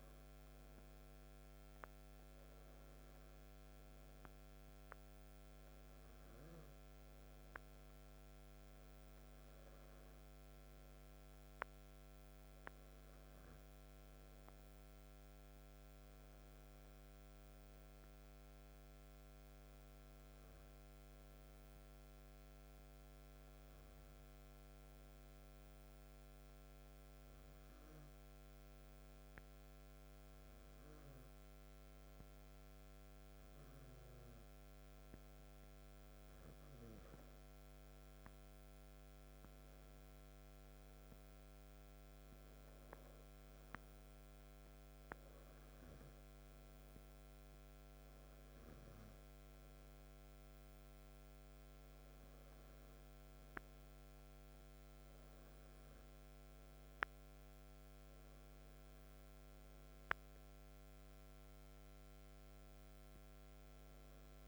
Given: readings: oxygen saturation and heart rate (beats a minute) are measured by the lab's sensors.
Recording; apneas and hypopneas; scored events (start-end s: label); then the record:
breathing in sleep, hard to hear, by a microphone on the trachea; 1
23.50-36.50 s: obstructive apnea (oxygen 97% before, 94% lowest, heart rate 60 before, 59 extreme, up 7 after)
39.50-42.50 s: arousal
From the record:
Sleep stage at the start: N2 (light sleep); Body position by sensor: on the back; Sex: male